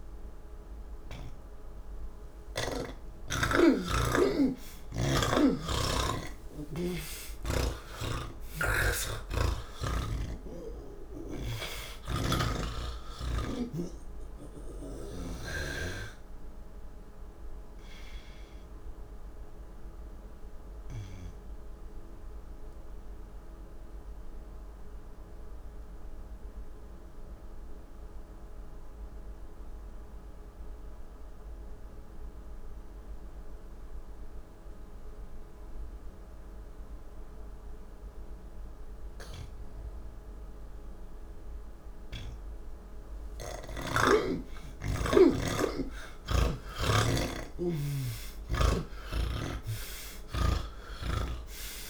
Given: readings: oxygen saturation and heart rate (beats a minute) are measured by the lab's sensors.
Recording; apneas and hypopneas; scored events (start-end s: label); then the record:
breathing in sleep by a room microphone; none
18.50-44.50 s: oxygen desaturation (device-marked, oxygen 88% before, 82% lowest, heart rate 88 before, 71 extreme)
From the record:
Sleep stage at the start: N2 (light sleep); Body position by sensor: on the back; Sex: male